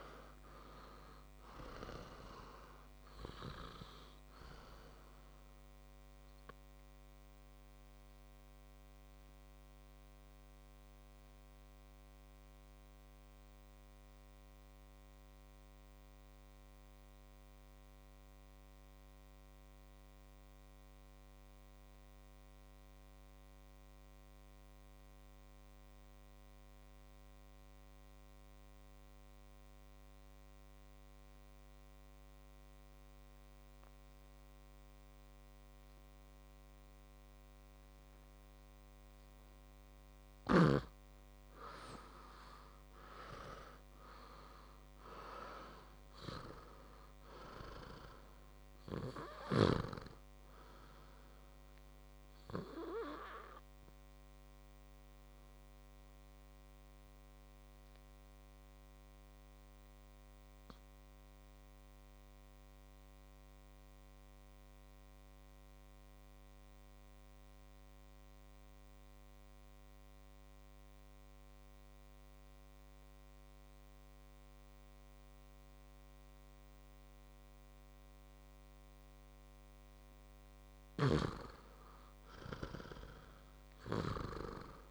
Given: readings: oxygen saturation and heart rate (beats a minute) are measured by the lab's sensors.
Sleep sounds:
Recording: breathing in sleep by a microphone on the trachea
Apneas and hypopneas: 2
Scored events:
0.00-23.00 s: oxygen desaturation (device-marked, oxygen 87% lowest, heart rate 56 extreme)
8.00-40.00 s: mixed apnea (oxygen 100% before, 87% lowest, heart rate 63 before, 55 extreme, up 1 after)
37.00-69.00 s: oxygen desaturation (device-marked, oxygen 99% before, 87% lowest, heart rate 59 before, 55 extreme)
42.00-46.00 s: arousal
57.00-79.00 s: obstructive apnea (oxygen 99% before, 86% lowest, heart rate 61 before, 54 extreme, up 4 after)
82.00-84.91 s: arousal
83.00-84.91 s: oxygen desaturation (device-marked, oxygen 99% before, 92% lowest, heart rate 60 before, 54 extreme)
From the record:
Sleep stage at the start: N2 (light sleep)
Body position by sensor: on the back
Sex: male

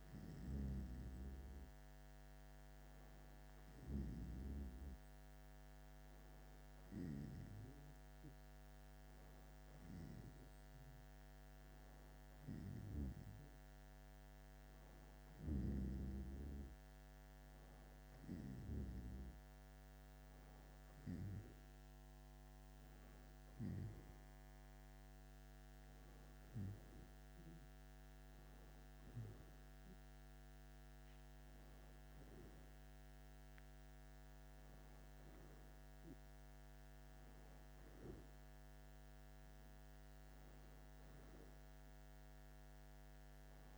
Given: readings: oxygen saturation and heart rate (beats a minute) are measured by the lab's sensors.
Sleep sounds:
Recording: breathing in sleep by a microphone on the trachea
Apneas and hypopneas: none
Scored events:
none scored
From the record:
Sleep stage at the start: N1 (lightest sleep)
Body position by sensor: on the back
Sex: male

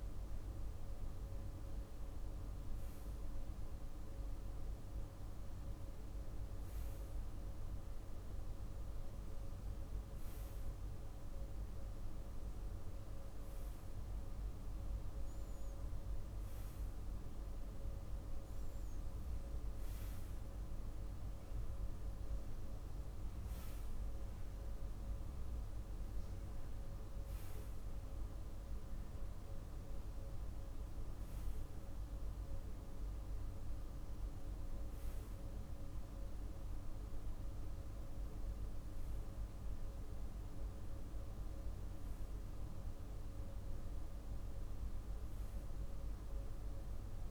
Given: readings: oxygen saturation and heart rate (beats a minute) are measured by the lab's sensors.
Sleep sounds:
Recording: breathing in sleep, hard to hear, by a room microphone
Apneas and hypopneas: none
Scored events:
none scored
From the record:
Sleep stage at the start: REM sleep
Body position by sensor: on the right side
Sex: male

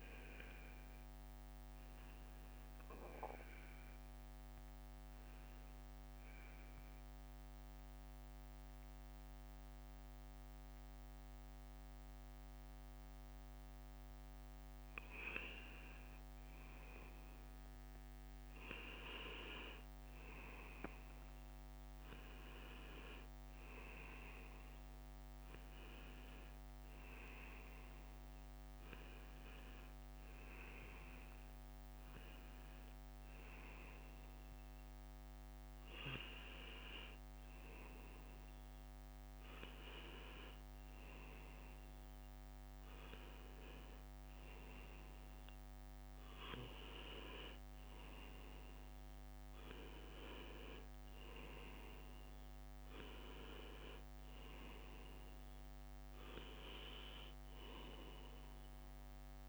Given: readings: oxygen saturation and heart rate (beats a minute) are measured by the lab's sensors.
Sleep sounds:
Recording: breathing in sleep by a microphone on the trachea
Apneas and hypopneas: 1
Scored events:
0.00-7.00 s: drop in pulse transit time (device-marked, heart rate 62 extreme)
6.00-16.00 s: central apnea (oxygen 94% before, 92% lowest, heart rate 68 before, 59 extreme, up 3 after)
14.00-59.48 s: new sleep stage, N2 (light sleep)
20.50-25.50 s: arousal
51.00-59.48 s: oxygen desaturation (device-marked, oxygen 95% before, 92% lowest, heart rate 64 before, 62 extreme)
From the record:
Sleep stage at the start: N1 (lightest sleep)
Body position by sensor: on the left side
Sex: male

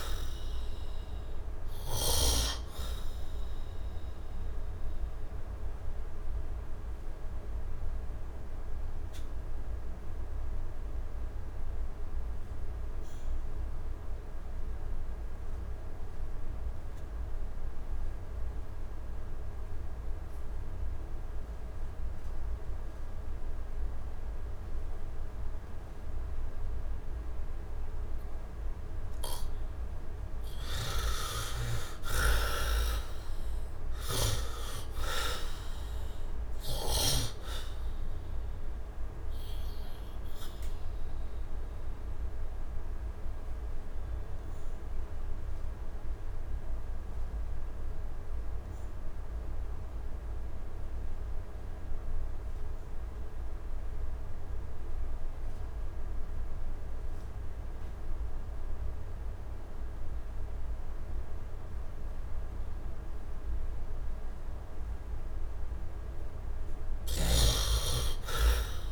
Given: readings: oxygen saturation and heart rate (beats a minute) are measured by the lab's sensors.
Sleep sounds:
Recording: breathing in sleep by a room microphone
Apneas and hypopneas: 2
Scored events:
0.00-20.50 s: oxygen desaturation (device-marked, oxygen 46% lowest, heart rate 63 extreme)
0.50-27.50 s: obstructive apnea (oxygen 91% before, 46% lowest, heart rate 80 before, 60 extreme, up 9 after)
30.50-34.00 s: arousal
30.50-57.50 s: oxygen desaturation (device-marked, oxygen 98% before, 53% lowest, heart rate 77 before, 60 extreme)
40.00-64.50 s: obstructive apnea (oxygen 98% before, 52% lowest, heart rate 83 before, 59 extreme, up 12 after)
59.50-68.92 s: oxygen desaturation (device-marked, oxygen 98% before, 55% lowest, heart rate 68 before, 59 extreme)
67.00-68.92 s: arousal
From the record:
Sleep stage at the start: N2 (light sleep)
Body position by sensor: on the right side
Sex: male

